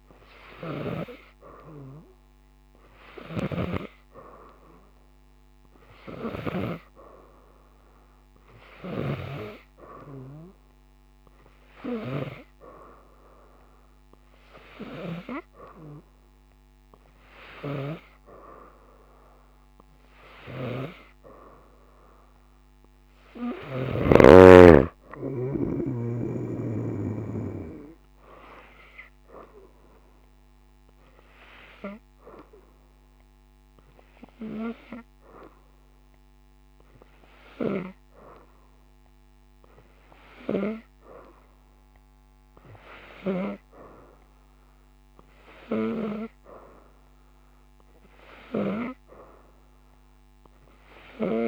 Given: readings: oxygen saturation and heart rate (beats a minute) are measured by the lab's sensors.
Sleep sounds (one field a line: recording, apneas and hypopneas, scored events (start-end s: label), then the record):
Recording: breathing in sleep by a microphone on the trachea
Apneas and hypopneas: 1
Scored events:
3.00-9.00 s: snoring (device-marked)
29.50-42.00 s: hypopnea (oxygen 93% before, 91% lowest)
44.00-47.00 s: arousal
45.50-51.48 s: oxygen desaturation (device-marked, oxygen 97% before, 92% lowest, heart rate 44 before, 55 extreme)
From the record:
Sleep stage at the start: N2 (light sleep)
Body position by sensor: upright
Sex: female